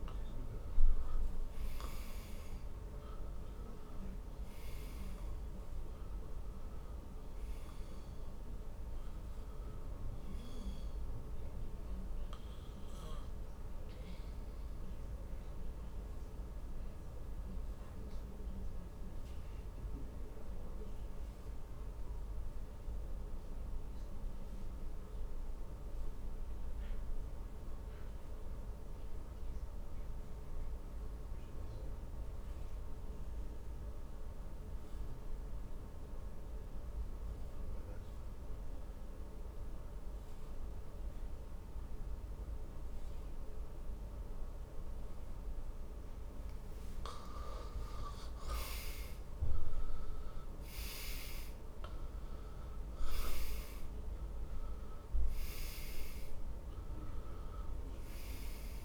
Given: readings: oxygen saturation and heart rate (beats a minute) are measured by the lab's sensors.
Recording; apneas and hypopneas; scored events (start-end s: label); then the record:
breathing in sleep, hard to hear, by a room microphone; 1
14.50-46.50 s: obstructive apnea (oxygen 98% before, 85% lowest, heart rate 62 before, 47 extreme, up 10 after)
23.50-35.50 s: oxygen desaturation (device-marked, oxygen 97% before, 90% lowest, heart rate 54 before, 53 extreme)
47.50-51.50 s: arousal
From the record:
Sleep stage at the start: N2 (light sleep); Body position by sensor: on the back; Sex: male